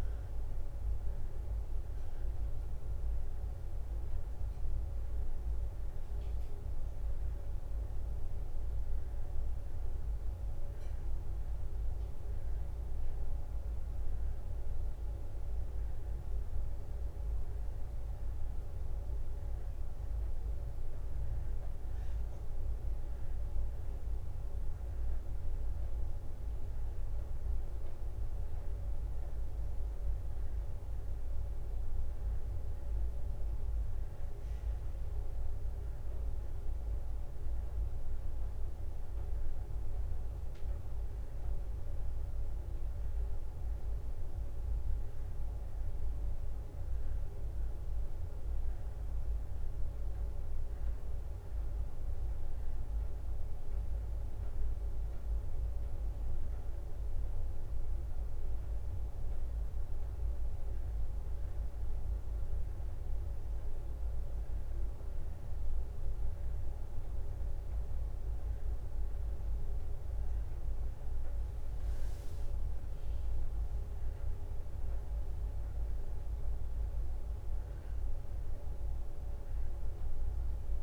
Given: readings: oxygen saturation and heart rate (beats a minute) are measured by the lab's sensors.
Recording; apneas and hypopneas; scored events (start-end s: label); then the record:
a person awake in a sleep study, hard to hear, by a room microphone; none
0.00-1.50 s: leg movement (device-marked)
5.50-12.50 s: leg movement (device-marked)
17.00-26.00 s: leg movement (device-marked)
30.00-38.00 s: leg movement (device-marked)
44.00-52.00 s: leg movement (device-marked)
69.00-77.50 s: leg movement (device-marked)
70.50-80.83 s: drop in pulse transit time (device-marked, heart rate 64 before, 68 extreme)
From the record:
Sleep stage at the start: awake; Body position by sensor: on the back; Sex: female